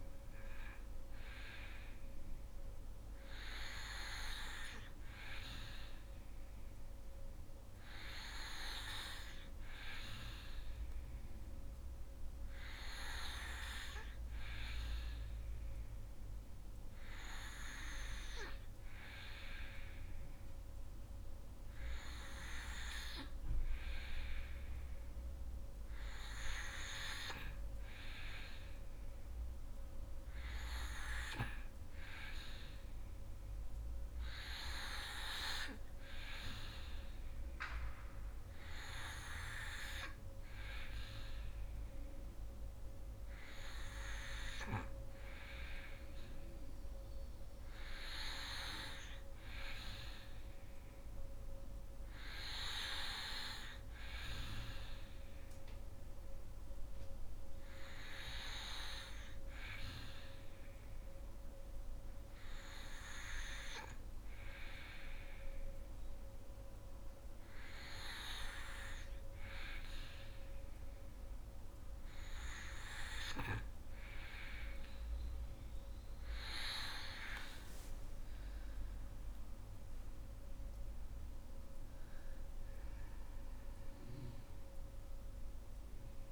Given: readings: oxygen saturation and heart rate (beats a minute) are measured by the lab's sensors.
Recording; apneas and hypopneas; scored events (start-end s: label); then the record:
breathing in sleep by a room microphone; 1
60.50-74.50 s: hypopnea (oxygen 95% before, 93% lowest, heart rate 68 before, 65 extreme, up 13 after)
76.00-86.32 s: oxygen desaturation (device-marked, oxygen 96% before, 93% lowest, heart rate 67 before, 77 extreme)
From the record:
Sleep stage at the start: N2 (light sleep); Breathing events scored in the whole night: 168 in 4.4 hours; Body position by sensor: on the back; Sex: female